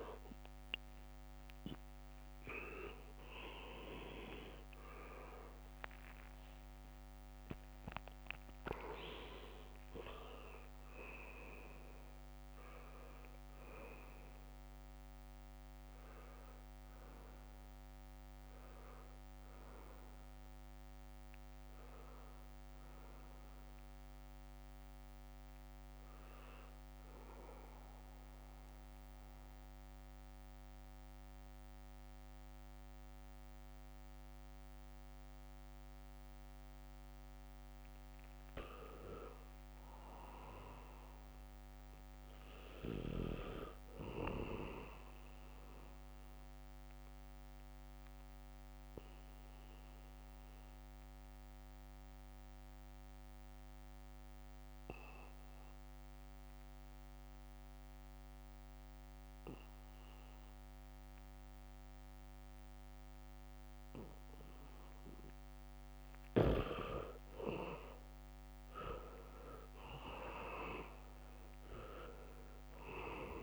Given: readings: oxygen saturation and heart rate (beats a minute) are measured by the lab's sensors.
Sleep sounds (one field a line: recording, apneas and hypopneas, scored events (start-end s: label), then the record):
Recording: breathing in sleep by a microphone on the trachea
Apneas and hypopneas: 2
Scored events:
0.00-5.00 s: arousal
0.00-32.00 s: oxygen desaturation (device-marked, oxygen 79% lowest, heart rate 63 extreme)
4.50-6.50 s: long interval between heartbeats (device-marked, heart rate 66 before, 66 extreme)
28.00-38.50 s: central apnea (oxygen 87% before, 80% lowest, heart rate 82 before, 64 extreme, up 0 after)
40.50-44.00 s: arousal
42.00-45.00 s: leg movement (device-marked)
45.00-58.00 s: oxygen desaturation (device-marked, oxygen 99% before, 90% lowest, heart rate 72 before, 66 extreme)
49.50-66.50 s: obstructive apnea (oxygen 99% before, 83% lowest, heart rate 69 before, 66 extreme, up 0 after)
65.00-73.43 s: oxygen desaturation (device-marked, oxygen 97% before, 84% lowest, heart rate 68 before, 65 extreme)
65.50-68.00 s: leg movement (device-marked)
68.50-73.00 s: arousal
68.50-73.43 s: leg movement (device-marked)
From the record:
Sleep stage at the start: N2 (light sleep)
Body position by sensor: on the back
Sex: male